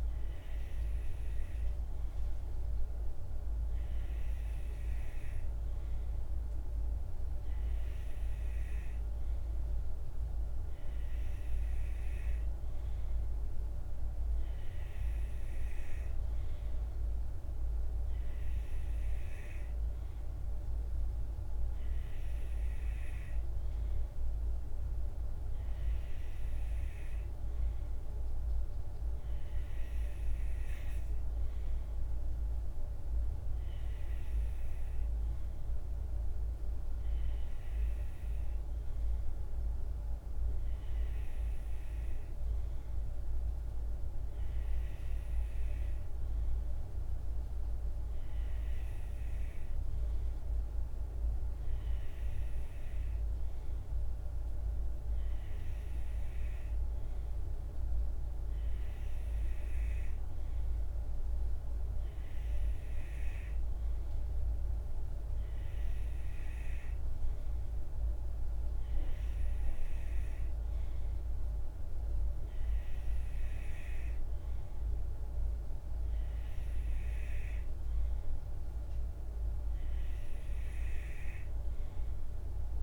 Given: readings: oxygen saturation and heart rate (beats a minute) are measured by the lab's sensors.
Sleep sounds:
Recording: breathing in sleep, hard to hear, by a room microphone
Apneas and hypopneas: none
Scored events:
none scored
From the record:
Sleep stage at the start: N2 (light sleep)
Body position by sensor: on the right side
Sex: male

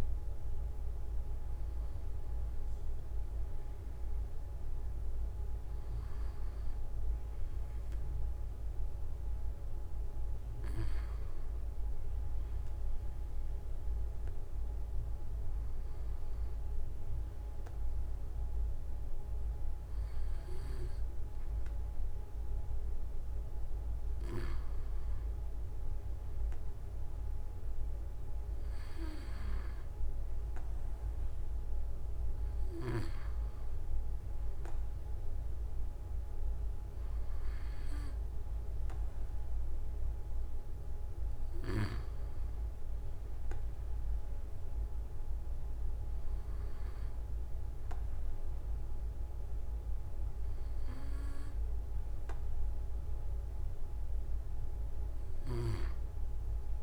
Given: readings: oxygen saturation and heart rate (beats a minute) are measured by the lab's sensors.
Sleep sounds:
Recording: breathing in sleep, hard to hear, by a room microphone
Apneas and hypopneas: none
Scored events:
5.00-7.00 s: long interval between heartbeats (device-marked)
16.00-56.83 s: new sleep stage, N2 (light sleep)
19.50-21.50 s: long interval between heartbeats (device-marked)
23.00-25.00 s: long interval between heartbeats (device-marked)
44.50-46.50 s: long interval between heartbeats (device-marked)
From the record:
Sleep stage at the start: REM sleep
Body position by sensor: on the back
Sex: male

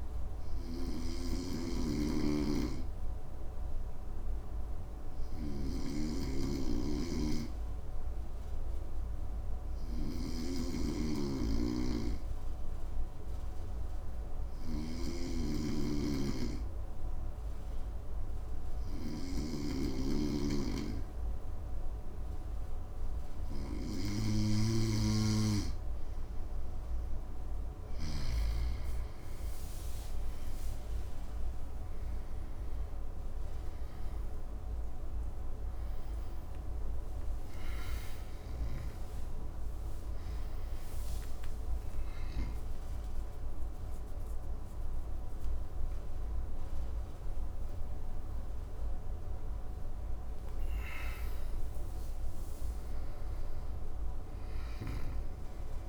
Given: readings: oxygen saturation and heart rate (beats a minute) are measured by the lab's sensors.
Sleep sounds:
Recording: a person awake in a sleep study, by a room microphone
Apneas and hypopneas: none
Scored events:
0.00-28.00 s: snoring (device-marked)
26.50-55.89 s: new sleep stage, awake
From the record:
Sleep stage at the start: N2 (light sleep)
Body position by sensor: on the right side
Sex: male

